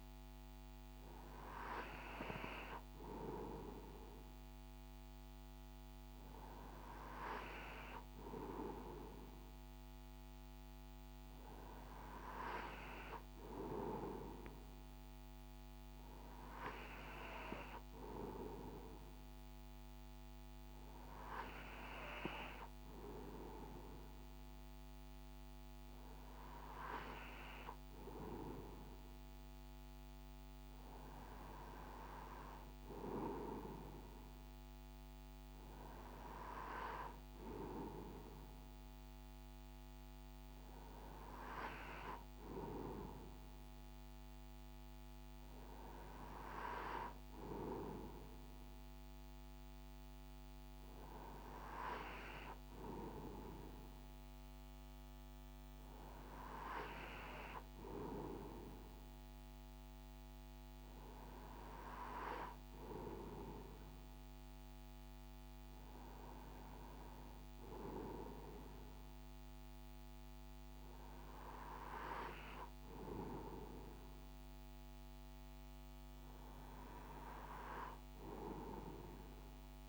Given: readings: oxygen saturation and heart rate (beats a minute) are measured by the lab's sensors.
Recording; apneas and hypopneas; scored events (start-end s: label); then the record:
breathing in sleep by a microphone on the trachea; none
none scored
From the record:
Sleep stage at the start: N2 (light sleep); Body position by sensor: on the right side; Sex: male